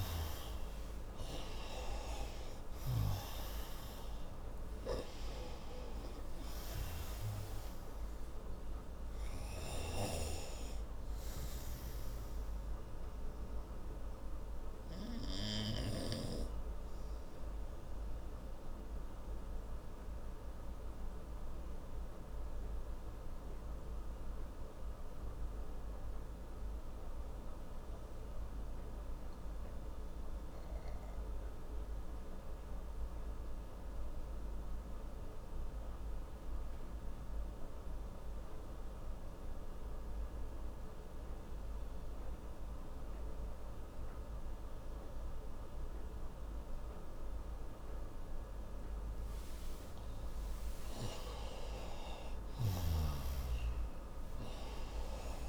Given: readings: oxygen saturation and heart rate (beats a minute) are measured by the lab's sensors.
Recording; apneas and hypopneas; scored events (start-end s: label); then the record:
breathing in sleep by a room microphone; 1
0.00-1.00 s: arousal
0.00-30.00 s: oxygen desaturation (device-marked, oxygen 87% lowest)
18.00-48.50 s: obstructive apnea (oxygen 96% before, 87% lowest)
50.00-55.49 s: oxygen desaturation (device-marked, oxygen 97% before, 89% lowest)
51.50-55.00 s: arousal
From the record:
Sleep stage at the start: N2 (light sleep); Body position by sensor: on the right side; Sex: male